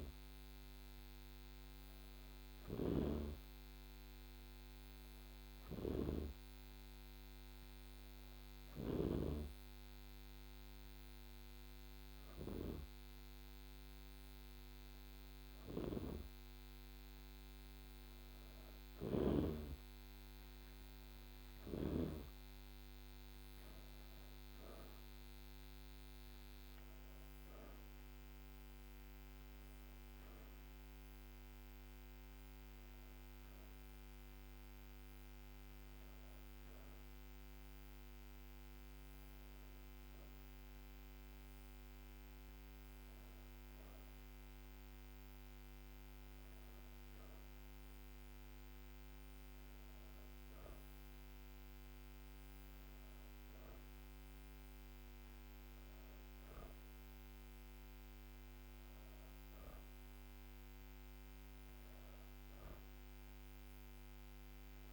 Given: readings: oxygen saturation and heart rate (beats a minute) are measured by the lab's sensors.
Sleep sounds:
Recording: breathing in sleep by a microphone on the trachea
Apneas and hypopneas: none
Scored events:
none scored
From the record:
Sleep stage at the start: N2 (light sleep)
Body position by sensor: on the back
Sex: female

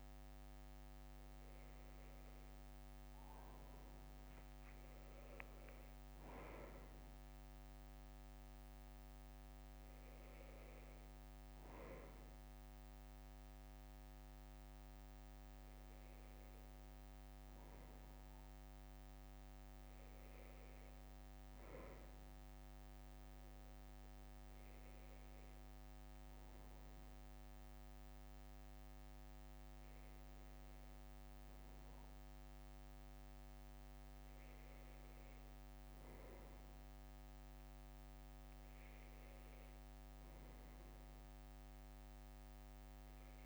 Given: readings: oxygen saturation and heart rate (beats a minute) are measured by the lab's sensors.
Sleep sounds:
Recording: breathing in sleep, hard to hear, by a microphone on the trachea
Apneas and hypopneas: 1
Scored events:
25.00-37.50 s: hypopnea (oxygen 97% before, 91% lowest, heart rate 70 before, 67 extreme, up 2 after)
40.00-43.46 s: arousal
From the record:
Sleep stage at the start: N1 (lightest sleep)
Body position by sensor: on the back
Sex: male

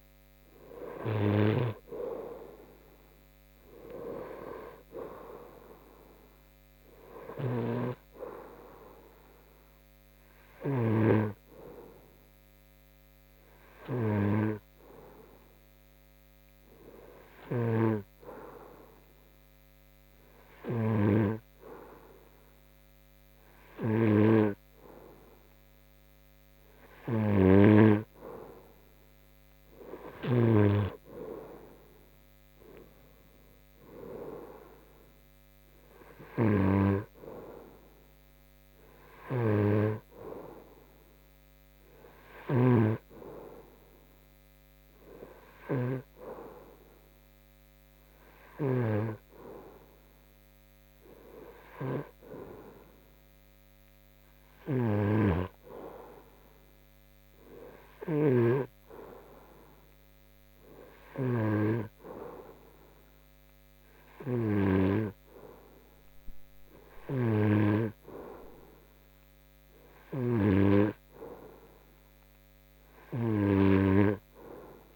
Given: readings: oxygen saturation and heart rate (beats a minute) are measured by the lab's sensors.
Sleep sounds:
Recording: breathing in sleep by a microphone on the trachea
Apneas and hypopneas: 1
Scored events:
0.00-2.00 s: arousal
5.50-14.50 s: oxygen desaturation (device-marked, oxygen 96% before, 91% lowest, heart rate 76 before, 72 extreme)
10.00-26.00 s: hypopnea (oxygen 96% before, 91% lowest, heart rate 75 before, 72 extreme, up 6 after)
11.50-74.96 s: new sleep stage, N2 (light sleep)
29.00-33.00 s: arousal
From the record:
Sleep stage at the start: N1 (lightest sleep)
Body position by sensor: on the front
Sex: male

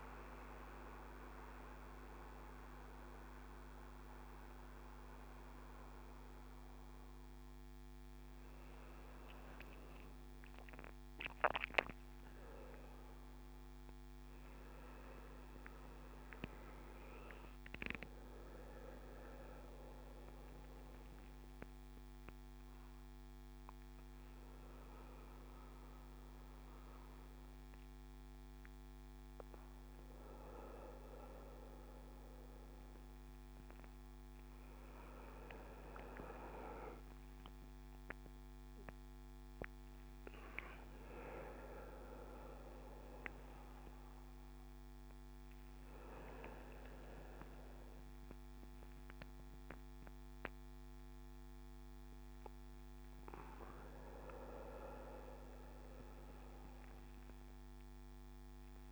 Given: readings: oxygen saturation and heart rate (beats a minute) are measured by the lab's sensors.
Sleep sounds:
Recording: breathing in sleep by a microphone on the trachea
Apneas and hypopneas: none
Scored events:
0.50-4.50 s: arousal
From the record:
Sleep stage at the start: N1 (lightest sleep)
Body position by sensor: on the back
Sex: male

